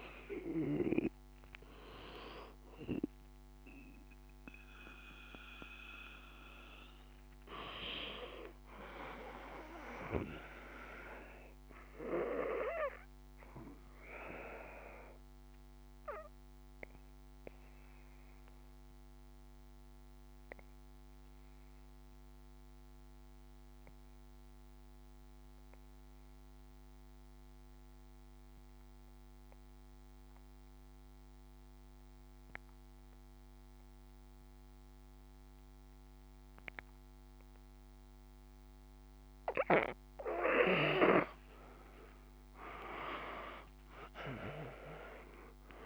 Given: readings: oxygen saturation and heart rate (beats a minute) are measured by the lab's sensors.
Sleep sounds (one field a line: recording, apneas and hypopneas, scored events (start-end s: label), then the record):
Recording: breathing in sleep by a microphone on the trachea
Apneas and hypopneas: 1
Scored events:
0.00-22.50 s: oxygen desaturation (device-marked, oxygen 89% lowest, heart rate 50 extreme)
10.50-38.50 s: obstructive apnea (oxygen 97% before, 88% lowest, heart rate 53 before, 51 extreme, up 3 after)
40.50-44.00 s: arousal
40.50-45.86 s: oxygen desaturation (device-marked, oxygen 97% before, 88% lowest, heart rate 53 before, 49 extreme)
From the record:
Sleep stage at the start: N2 (light sleep)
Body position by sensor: on the back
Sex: male